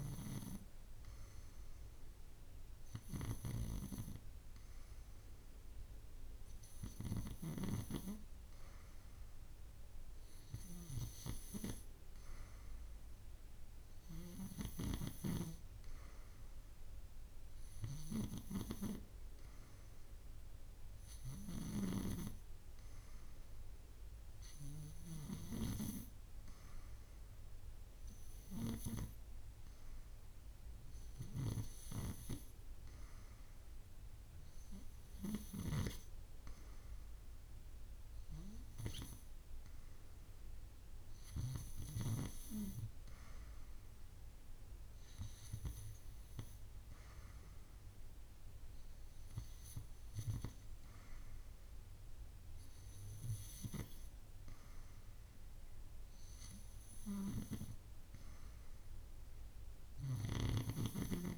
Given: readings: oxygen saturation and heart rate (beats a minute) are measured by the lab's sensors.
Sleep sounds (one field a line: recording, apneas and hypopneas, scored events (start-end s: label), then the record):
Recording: breathing in sleep by a room microphone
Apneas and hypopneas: none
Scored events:
none scored
From the record:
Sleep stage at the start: N2 (light sleep)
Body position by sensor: on the right side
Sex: female